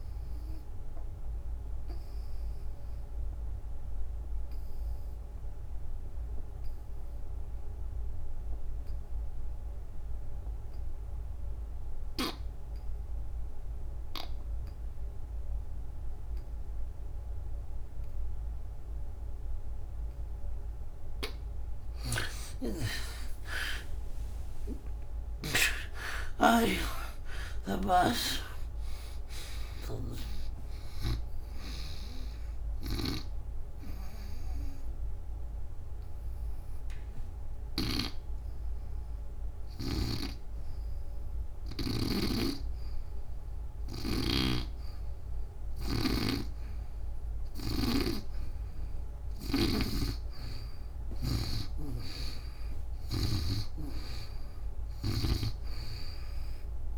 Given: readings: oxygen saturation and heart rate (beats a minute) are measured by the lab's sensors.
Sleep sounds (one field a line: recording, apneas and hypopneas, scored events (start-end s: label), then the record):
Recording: breathing in sleep by a room microphone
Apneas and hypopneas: 2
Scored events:
0.00-14.00 s: oxygen desaturation (device-marked, oxygen 73% lowest, heart rate 66 extreme)
1.00-20.50 s: obstructive apnea (oxygen 98% before, 72% lowest, heart rate 105 before, 66 extreme, up 33 after)
22.00-26.00 s: arousal
25.00-33.00 s: snoring (device-marked)
29.00-42.00 s: oxygen desaturation (device-marked, oxygen 97% before, 72% lowest, heart rate 77 before, 75 extreme)
33.00-48.00 s: obstructive apnea (oxygen 98% before, 72% lowest, heart rate 85 before, 69 extreme, up 16 after)
39.50-55.00 s: snoring (device-marked)
50.00-53.00 s: arousal
54.00-56.98 s: oxygen desaturation (device-marked, oxygen 98% before, 86% lowest, heart rate 87 before, 68 extreme)
From the record:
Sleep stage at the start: N2 (light sleep)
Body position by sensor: on the back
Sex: female